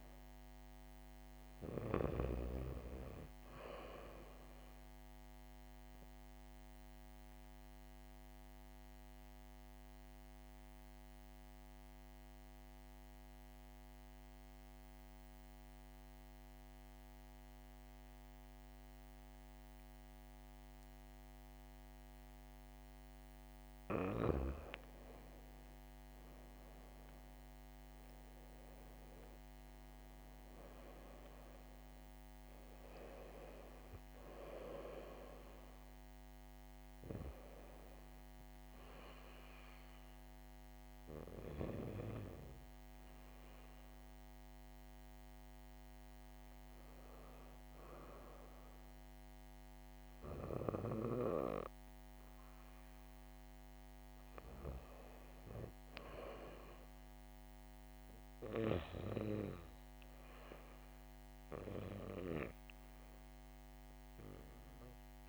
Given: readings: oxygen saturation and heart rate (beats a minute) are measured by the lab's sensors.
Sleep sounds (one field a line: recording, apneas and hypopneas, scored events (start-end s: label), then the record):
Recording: breathing in sleep by a microphone on the trachea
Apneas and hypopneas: 1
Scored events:
0.00-5.00 s: oxygen desaturation (device-marked, oxygen 94% lowest, heart rate 66 extreme)
7.00-23.50 s: obstructive apnea (oxygen 98% before, 95% lowest, heart rate 72 before, 66 extreme, up 8 after)
25.50-28.50 s: arousal
From the record:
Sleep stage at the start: REM sleep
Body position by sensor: on the back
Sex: female